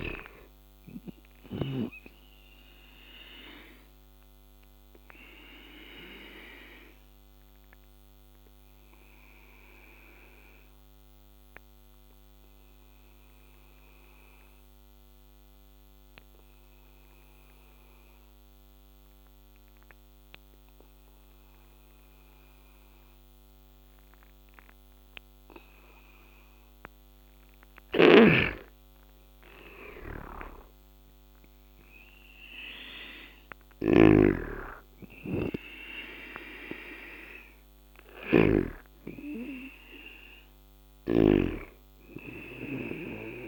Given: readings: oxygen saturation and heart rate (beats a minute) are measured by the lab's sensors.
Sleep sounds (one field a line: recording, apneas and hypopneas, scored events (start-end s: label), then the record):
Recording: breathing in sleep by a microphone on the trachea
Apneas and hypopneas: 1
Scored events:
1.00-25.00 s: oxygen desaturation (device-marked, oxygen 99% before, 87% lowest, heart rate 78 before, 72 extreme)
7.50-25.00 s: obstructive apnea (oxygen 99% before, 84% lowest, heart rate 80 before, 72 extreme, up 25 after)
27.00-41.00 s: snoring (device-marked)
27.50-31.00 s: arousal
30.00-32.00 s: long interval between heartbeats (device-marked, heart rate 75 before, 95 extreme)
38.00-43.48 s: oxygen desaturation (device-marked, oxygen 96% before, 88% lowest, heart rate 83 before, 69 extreme)
From the record:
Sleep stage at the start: N2 (light sleep)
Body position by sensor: on the back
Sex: male